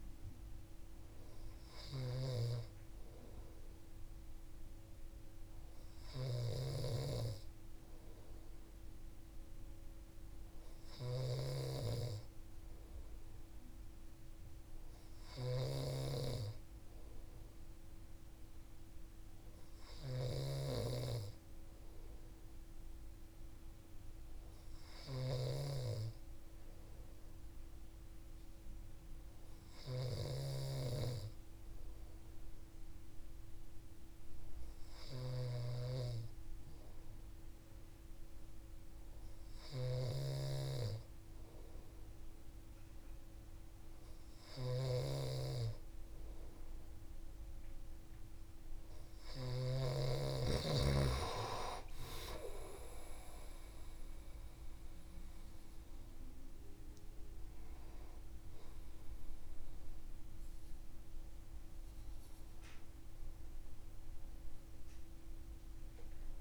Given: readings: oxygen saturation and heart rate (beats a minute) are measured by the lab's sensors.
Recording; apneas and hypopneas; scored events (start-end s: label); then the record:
breathing in sleep by a room microphone; none
0.00-49.50 s: snoring (device-marked)
From the record:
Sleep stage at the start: N2 (light sleep); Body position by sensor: on the right side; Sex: male